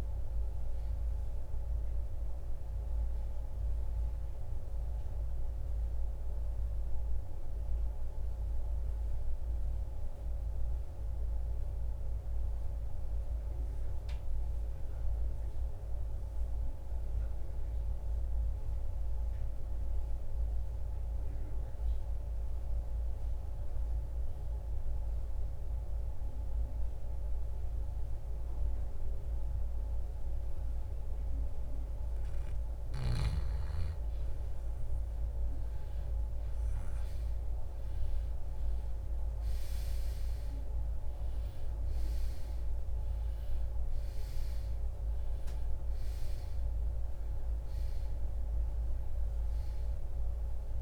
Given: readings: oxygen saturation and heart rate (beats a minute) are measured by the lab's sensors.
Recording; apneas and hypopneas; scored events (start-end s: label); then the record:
breathing in sleep, hard to hear, by a room microphone; 1
0.00-29.00 s: oxygen desaturation (device-marked, oxygen 86% lowest, heart rate 48 extreme)
9.00-32.00 s: mixed apnea (oxygen 95% before, 86% lowest, heart rate 70 before, 48 extreme, up 8 after)
34.00-39.50 s: arousal
From the record:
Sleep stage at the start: N2 (light sleep); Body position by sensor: on the right side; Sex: male